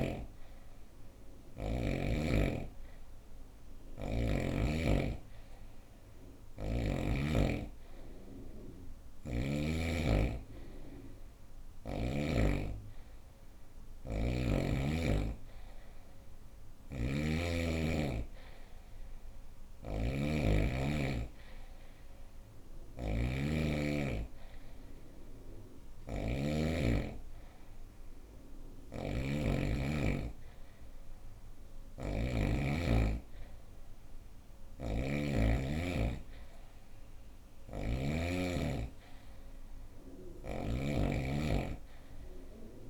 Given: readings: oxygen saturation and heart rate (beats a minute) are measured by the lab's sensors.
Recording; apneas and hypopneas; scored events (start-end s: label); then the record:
breathing in sleep by a room microphone; none
16.00-37.50 s: snoring (device-marked)
39.50-42.89 s: snoring (device-marked)
From the record:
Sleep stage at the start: N2 (light sleep); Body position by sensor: on the right side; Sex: female